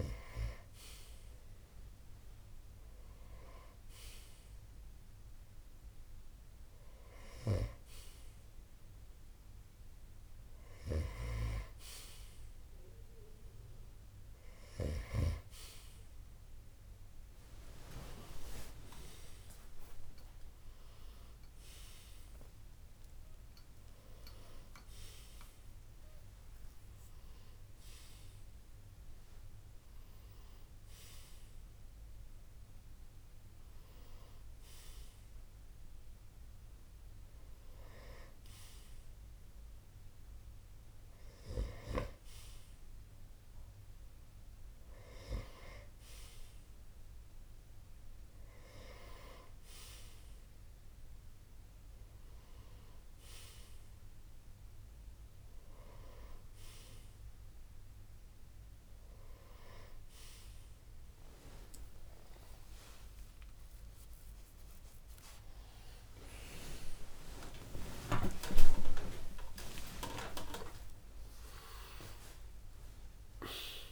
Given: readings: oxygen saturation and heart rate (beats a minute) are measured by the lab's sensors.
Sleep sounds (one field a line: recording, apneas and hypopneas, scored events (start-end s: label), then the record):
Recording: breathing in sleep by a room microphone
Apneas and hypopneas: none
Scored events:
18.50-22.50 s: arousal
61.50-73.92 s: new sleep stage, N1 (lightest sleep)
62.00-68.00 s: arousal
From the record:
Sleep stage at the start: N2 (light sleep)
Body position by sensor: on the right side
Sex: male